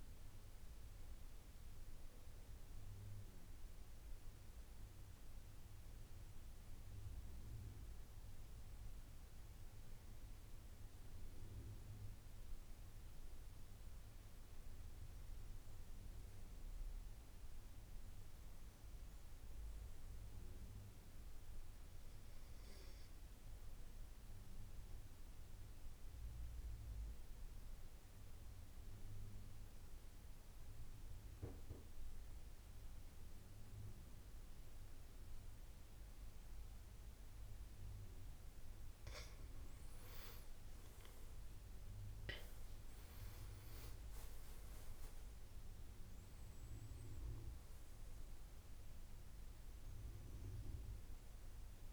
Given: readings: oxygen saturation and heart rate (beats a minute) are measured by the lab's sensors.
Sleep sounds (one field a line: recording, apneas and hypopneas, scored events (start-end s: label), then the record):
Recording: breathing in sleep, hard to hear, by a room microphone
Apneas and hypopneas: 2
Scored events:
2.50-13.00 s: obstructive apnea (oxygen 93% before, 86% lowest, heart rate 83 before, 77 extreme, up 13 after)
15.00-18.00 s: arousal
22.00-37.00 s: oxygen desaturation (device-marked, oxygen 94% before, 90% lowest, heart rate 82 before, 65 extreme)
22.50-36.50 s: obstructive apnea (oxygen 94% before, 86% lowest, heart rate 82 before, 65 extreme, up 10 after)
39.00-51.93 s: oxygen desaturation (device-marked, oxygen 94% before, 86% lowest, heart rate 82 before, 65 extreme)
41.00-47.00 s: arousal
From the record:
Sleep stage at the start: N2 (light sleep)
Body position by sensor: on the back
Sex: male